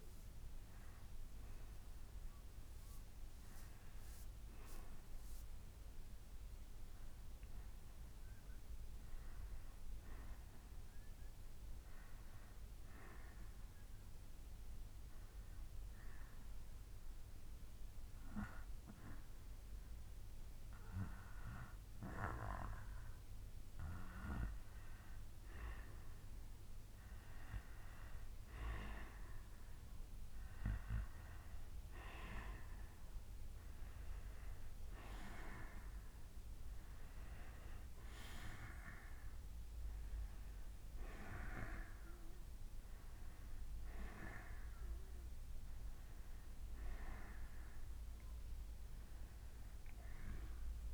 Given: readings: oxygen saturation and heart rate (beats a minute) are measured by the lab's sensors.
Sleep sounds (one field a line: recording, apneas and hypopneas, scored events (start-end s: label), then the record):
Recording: breathing in sleep by a room microphone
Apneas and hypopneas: 1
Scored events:
13.00-23.00 s: obstructive apnea (oxygen 95% before, 90% lowest, heart rate 67 before, 58 extreme, up 2 after)
23.50-25.50 s: bradycardia (device-marked, heart rate 64 before, 67 extreme)
25.50-29.00 s: arousal
26.50-50.94 s: oxygen desaturation (device-marked, oxygen 94% before, 90% lowest, heart rate 66 before, 46 extreme)
46.50-50.94 s: bradycardia (device-marked, heart rate 64 before, 46 extreme)
From the record:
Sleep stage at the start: N2 (light sleep)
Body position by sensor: on the back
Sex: male